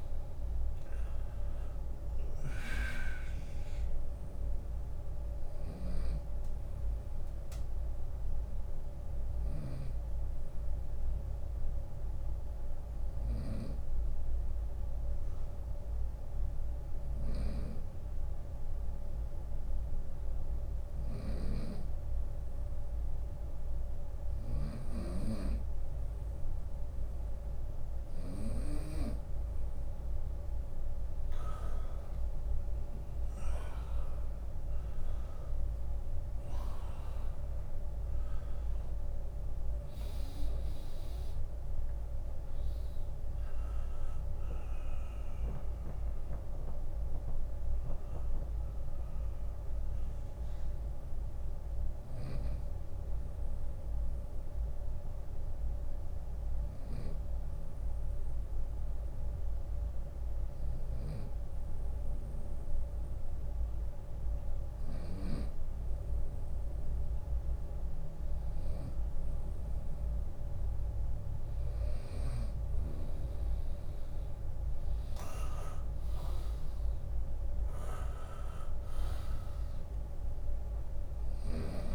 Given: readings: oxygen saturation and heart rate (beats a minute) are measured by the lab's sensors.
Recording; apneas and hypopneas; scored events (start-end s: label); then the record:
breathing in sleep by a room microphone; 2
0.00-7.50 s: drop in pulse transit time (device-marked, heart rate 69 extreme)
0.00-7.50 s: oxygen desaturation (device-marked, oxygen 96% lowest, heart rate 65 extreme)
8.50-25.50 s: obstructive apnea (oxygen 100% before, 96% lowest, heart rate 75 before, 65 extreme, up 15 after)
16.50-27.50 s: snoring (device-marked)
24.00-26.00 s: long interval between heartbeats (device-marked, heart rate 71 before, 75 extreme)
30.50-34.50 s: arousal
36.50-47.50 s: drop in pulse transit time (device-marked, heart rate 74 before, 79 extreme)
44.00-64.50 s: hypopnea (oxygen 100% before, 95% lowest, heart rate 78 before, 70 extreme, up 9 after)
68.00-71.50 s: arousal
76.50-81.95 s: oxygen desaturation (device-marked, oxygen 100% before, 96% lowest, heart rate 76 before, 65 extreme)
80.50-81.95 s: snoring (device-marked)
From the record:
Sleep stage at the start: N2 (light sleep); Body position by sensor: on the right side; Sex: male